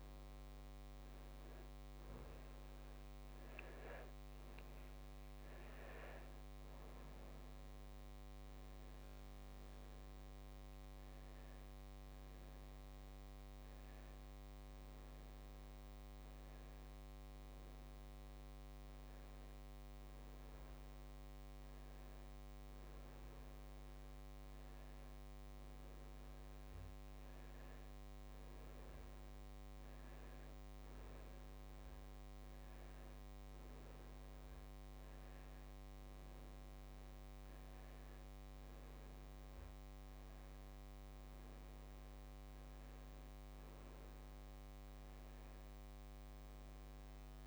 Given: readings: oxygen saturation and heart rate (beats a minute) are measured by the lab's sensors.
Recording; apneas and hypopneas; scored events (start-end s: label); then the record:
a person awake in a sleep study, hard to hear, by a microphone on the trachea; none
none scored
From the record:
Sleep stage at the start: awake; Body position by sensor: on the back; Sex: male